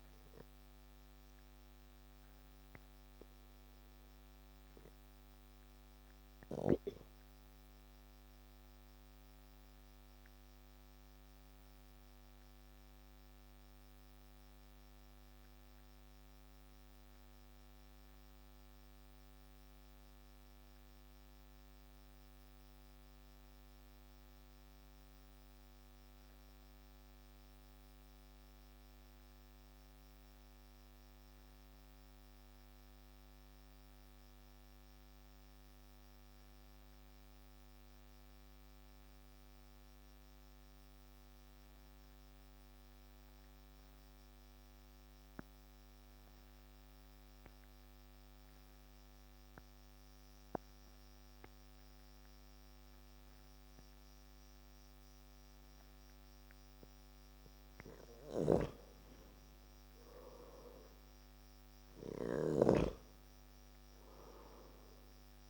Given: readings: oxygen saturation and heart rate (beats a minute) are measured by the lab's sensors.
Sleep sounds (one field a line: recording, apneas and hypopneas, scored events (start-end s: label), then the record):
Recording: breathing in sleep by a microphone on the trachea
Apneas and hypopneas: 1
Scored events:
0.00-26.00 s: oxygen desaturation (device-marked, oxygen 91% lowest)
8.00-56.00 s: obstructive apnea (oxygen 95% before, 87% lowest)
42.00-55.00 s: oxygen desaturation (device-marked, oxygen 97% before, 92% lowest)
59.00-63.00 s: arousal
64.00-65.50 s: oxygen desaturation (device-marked, oxygen 93% before, 87% lowest)
From the record:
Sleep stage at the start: N2 (light sleep)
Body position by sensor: on the back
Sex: male